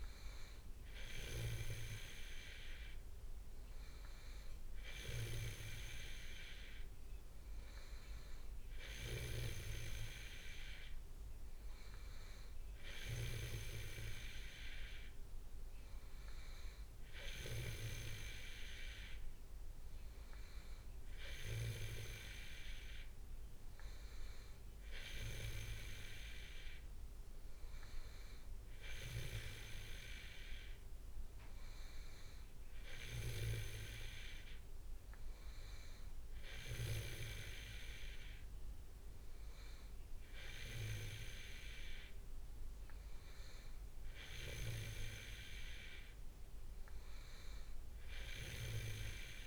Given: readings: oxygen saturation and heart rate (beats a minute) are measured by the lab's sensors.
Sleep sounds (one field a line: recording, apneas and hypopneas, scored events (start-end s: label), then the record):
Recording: breathing in sleep by a room microphone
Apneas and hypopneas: none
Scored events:
21.50-23.50 s: leg movement (device-marked)
From the record:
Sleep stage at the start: N2 (light sleep)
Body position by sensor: on the back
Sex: male